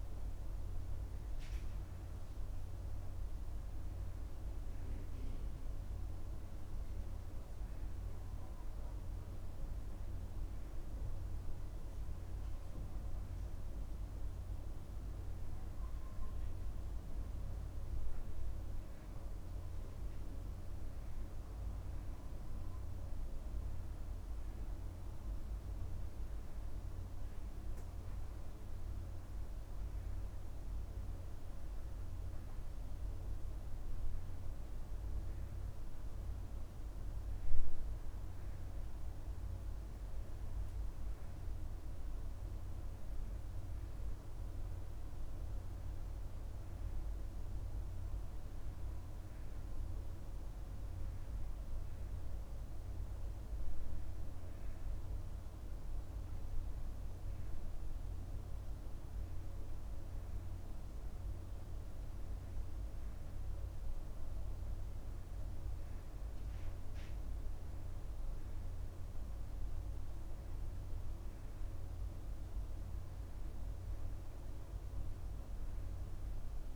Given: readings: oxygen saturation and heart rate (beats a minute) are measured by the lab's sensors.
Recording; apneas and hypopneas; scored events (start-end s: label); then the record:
breathing in sleep, hard to hear, by a room microphone; none
none scored
From the record:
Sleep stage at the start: N2 (light sleep); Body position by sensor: on the back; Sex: male